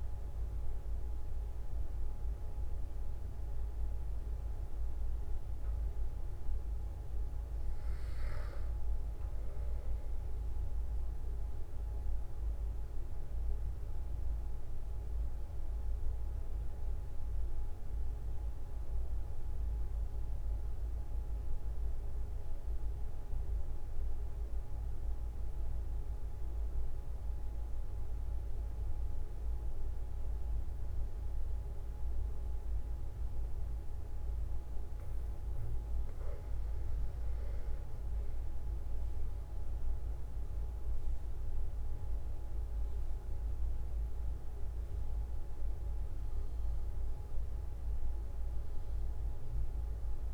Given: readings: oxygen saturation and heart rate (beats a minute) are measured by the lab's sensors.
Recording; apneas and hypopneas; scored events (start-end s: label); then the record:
breathing in sleep, hard to hear, by a room microphone; 1
12.00-36.00 s: obstructive apnea (oxygen 97% before, 93% lowest, heart rate 46 before, 43 extreme, up 4 after)
38.50-43.50 s: arousal
From the record:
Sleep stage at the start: N2 (light sleep); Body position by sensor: on the back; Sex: male